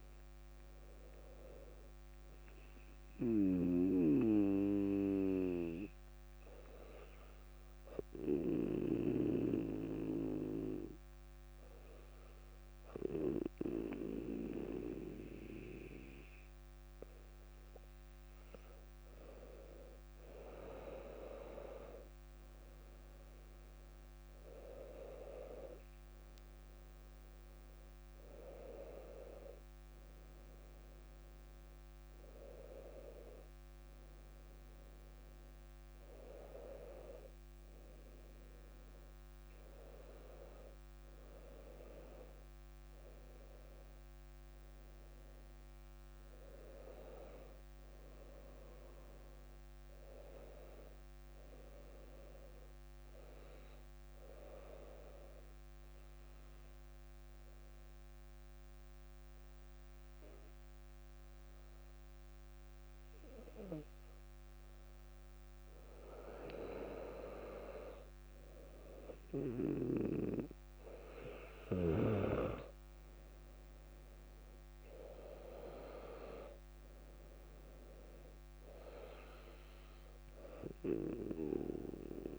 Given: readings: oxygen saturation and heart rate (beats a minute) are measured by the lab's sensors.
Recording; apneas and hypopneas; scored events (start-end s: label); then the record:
breathing in sleep by a microphone on the trachea; 2
0.00-1.00 s: arousal
5.00-19.00 s: obstructive apnea (oxygen 99% before, 97% lowest, heart rate 60 before, 57 extreme, up 5 after)
21.00-25.00 s: arousal
56.00-66.50 s: obstructive apnea (oxygen 99% before, 96% lowest, heart rate 57 before, 57 extreme, up 4 after)
69.00-73.00 s: arousal
73.00-82.39 s: oxygen desaturation (device-marked, oxygen 99% before, 96% lowest, heart rate 58 before, 57 extreme)
From the record:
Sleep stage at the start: N2 (light sleep); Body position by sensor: on the back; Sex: female